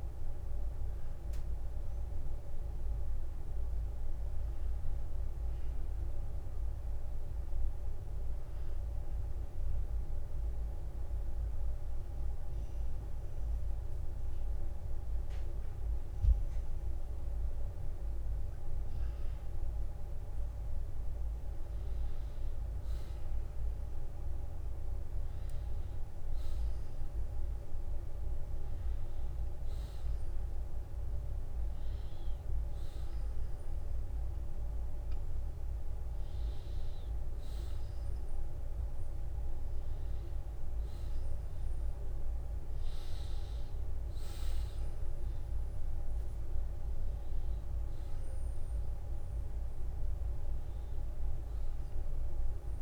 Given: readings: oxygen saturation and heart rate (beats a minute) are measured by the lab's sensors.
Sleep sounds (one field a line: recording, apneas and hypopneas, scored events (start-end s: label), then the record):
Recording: breathing in sleep, hard to hear, by a room microphone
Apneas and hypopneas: 1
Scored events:
8.00-19.00 s: obstructive apnea (oxygen 94% before, 89% lowest, heart rate 57 before, 48 extreme, up 4 after)
21.00-24.00 s: arousal
40.00-52.82 s: oxygen desaturation (device-marked, oxygen 93% before, 89% lowest, heart rate 56 before, 48 extreme)
From the record:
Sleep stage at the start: N2 (light sleep)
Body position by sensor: on the back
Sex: male